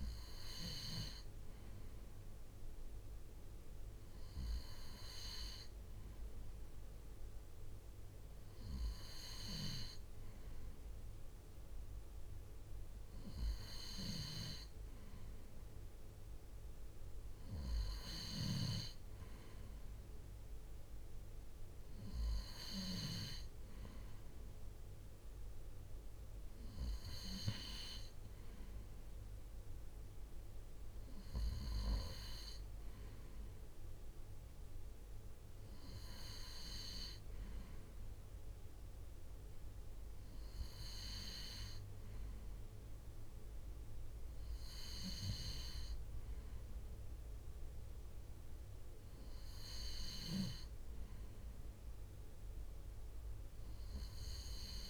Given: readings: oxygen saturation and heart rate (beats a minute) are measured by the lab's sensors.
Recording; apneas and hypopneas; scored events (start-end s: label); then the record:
breathing in sleep by a room microphone; none
none scored
From the record:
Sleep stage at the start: N2 (light sleep); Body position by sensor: on the right side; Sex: male